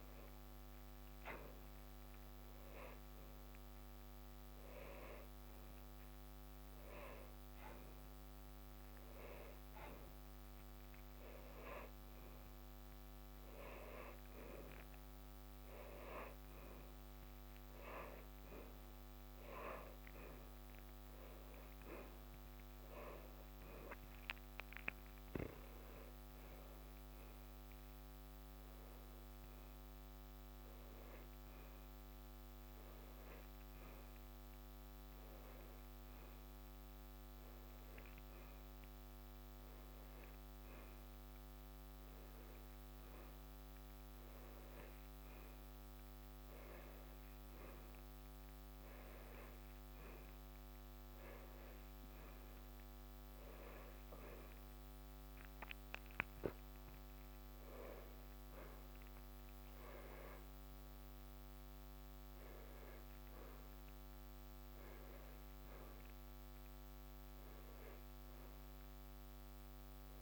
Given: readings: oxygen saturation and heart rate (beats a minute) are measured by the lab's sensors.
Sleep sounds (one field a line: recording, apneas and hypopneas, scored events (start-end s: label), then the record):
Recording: a person awake in a sleep study, by a microphone on the trachea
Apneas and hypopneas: none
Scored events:
0.00-6.50 s: oxygen desaturation (device-marked, oxygen 96% lowest, heart rate 115 extreme)
From the record:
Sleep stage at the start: awake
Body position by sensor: upright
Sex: male